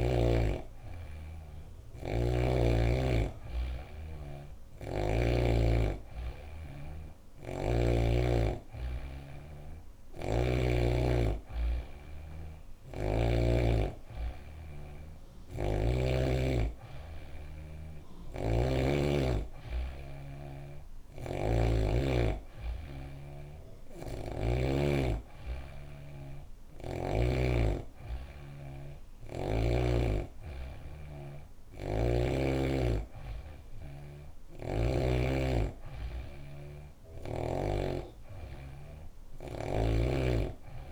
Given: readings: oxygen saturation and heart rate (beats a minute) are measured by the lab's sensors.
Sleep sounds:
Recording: breathing in sleep by a room microphone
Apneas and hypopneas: none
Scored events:
30.00-33.50 s: snoring (device-marked)
From the record:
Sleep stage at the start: N3 (deep sleep)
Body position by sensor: on the back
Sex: female

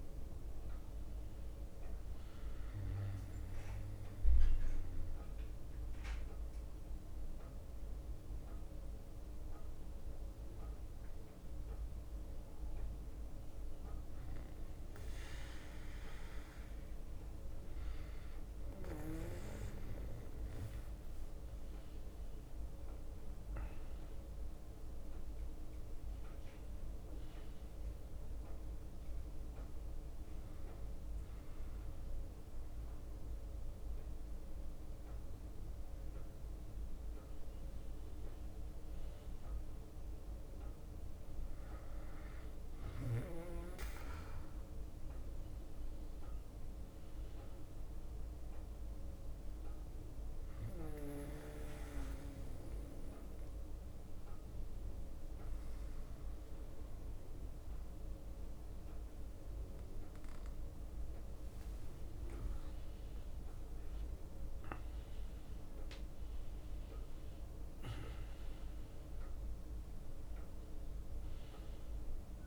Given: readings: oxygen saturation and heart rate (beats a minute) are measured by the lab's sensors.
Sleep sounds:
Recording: breathing in sleep by a room microphone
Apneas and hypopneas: 2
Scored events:
0.00-11.00 s: oxygen desaturation (device-marked, oxygen 91% lowest, heart rate 57 extreme)
4.00-12.00 s: bradycardia (device-marked, heart rate 61 before, 57 extreme)
9.00-25.00 s: drop in pulse transit time (device-marked, heart rate 62 before, 57 extreme)
9.50-21.00 s: hypopnea (oxygen 97% before, 93% lowest, heart rate 62 before, 57 extreme, up 5 after)
14.00-19.00 s: bradycardia (device-marked, heart rate 61 before, 59 extreme)
20.00-24.00 s: leg movement (device-marked)
23.00-27.00 s: arousal
30.00-37.00 s: bradycardia (device-marked, heart rate 61 before, 57 extreme)
33.00-35.00 s: leg movement (device-marked)
36.50-39.50 s: leg movement (device-marked)
38.00-63.00 s: drop in pulse transit time (device-marked, heart rate 60 before, 58 extreme)
44.50-48.00 s: arousal
48.50-49.50 s: leg movement (device-marked)
50.50-53.00 s: leg movement (device-marked)
51.00-62.00 s: obstructive apnea (oxygen 97% before, 93% lowest, heart rate 60 before, 58 extreme, up 7 after)
52.00-59.00 s: bradycardia (device-marked, heart rate 61 before, 58 extreme)
61.00-68.00 s: leg movement (device-marked)
63.50-68.00 s: arousal
69.50-71.00 s: leg movement (device-marked)
70.00-72.47 s: oxygen desaturation (device-marked, oxygen 96% before, 93% lowest, heart rate 61 before, 57 extreme)
From the record:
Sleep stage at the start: N2 (light sleep)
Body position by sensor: on the back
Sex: male

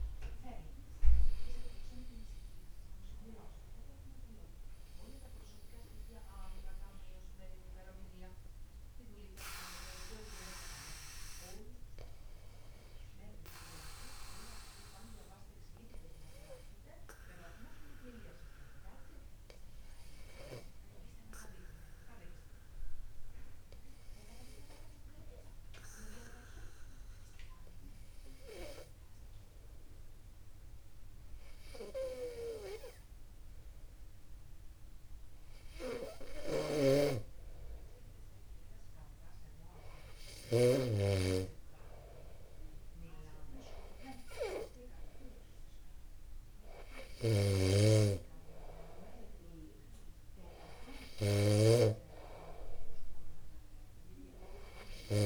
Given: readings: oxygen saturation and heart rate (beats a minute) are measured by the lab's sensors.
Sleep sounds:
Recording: breathing in sleep by a room microphone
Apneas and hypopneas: 1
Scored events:
16.50-36.50 s: obstructive apnea (oxygen 96% before, 94% lowest, heart rate 51 before, 50 extreme, up 0 after)
37.00-41.50 s: snoring (device-marked)
43.00-46.50 s: arousal
48.00-52.50 s: snoring (device-marked)
From the record:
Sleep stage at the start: N2 (light sleep)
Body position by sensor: upright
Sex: male

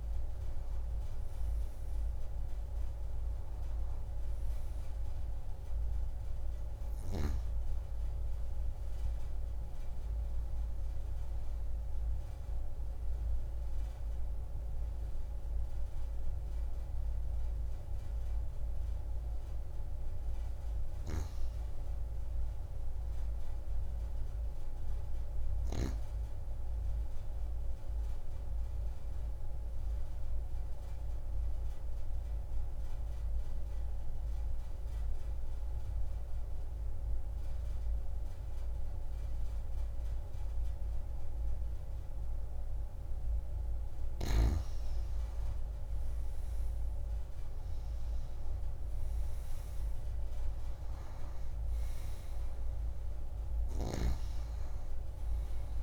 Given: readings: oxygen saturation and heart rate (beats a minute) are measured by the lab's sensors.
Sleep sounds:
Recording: breathing in sleep, hard to hear, by a room microphone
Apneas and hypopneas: 1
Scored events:
0.00-14.00 s: oxygen desaturation (device-marked, oxygen 90% lowest)
22.00-25.50 s: arousal
28.00-43.00 s: obstructive apnea (oxygen 97% before, 89% lowest)
46.50-50.50 s: arousal
48.00-55.83 s: oxygen desaturation (device-marked, oxygen 96% before, 89% lowest)
From the record:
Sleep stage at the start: N2 (light sleep)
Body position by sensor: on the back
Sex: female

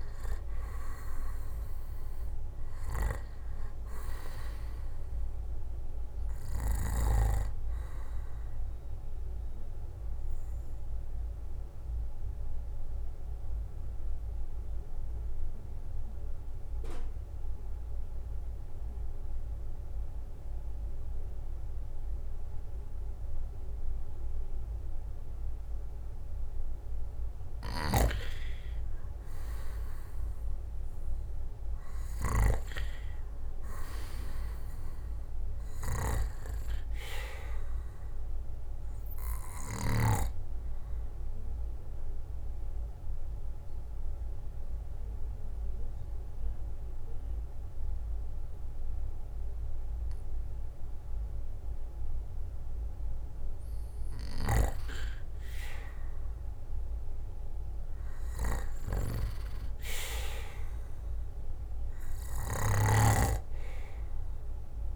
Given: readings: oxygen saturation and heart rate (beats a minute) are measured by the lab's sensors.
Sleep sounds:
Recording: breathing in sleep by a room microphone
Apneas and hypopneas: 2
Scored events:
0.00-1.00 s: arousal
0.00-17.50 s: oxygen desaturation (device-marked, oxygen 90% lowest, heart rate 56 extreme)
10.00-27.00 s: obstructive apnea (oxygen 97% before, 90% lowest, heart rate 66 before, 57 extreme, up 10 after)
29.00-32.50 s: arousal
33.50-52.50 s: oxygen desaturation (device-marked, oxygen 97% before, 90% lowest, heart rate 60 before, 57 extreme)
40.00-54.00 s: obstructive apnea (oxygen 97% before, 88% lowest, heart rate 64 before, 57 extreme, up 8 after)
58.00-61.50 s: arousal
From the record:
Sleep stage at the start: N2 (light sleep)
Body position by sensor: on the back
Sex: male

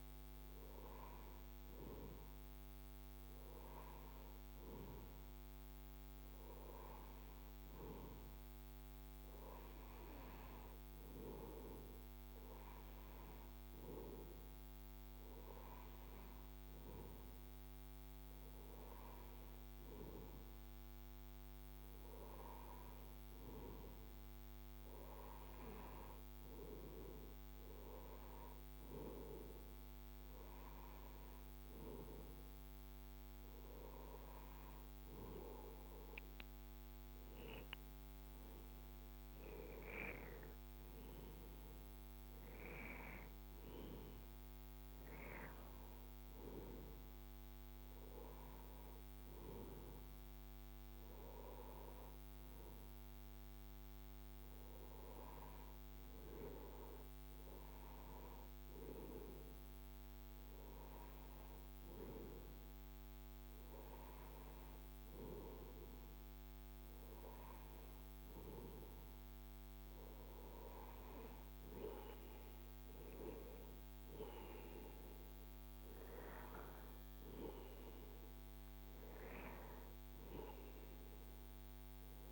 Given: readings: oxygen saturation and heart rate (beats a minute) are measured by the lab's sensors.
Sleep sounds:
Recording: breathing in sleep by a microphone on the trachea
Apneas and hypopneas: none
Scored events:
none scored
From the record:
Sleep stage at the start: N2 (light sleep)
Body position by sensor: on the right side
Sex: male

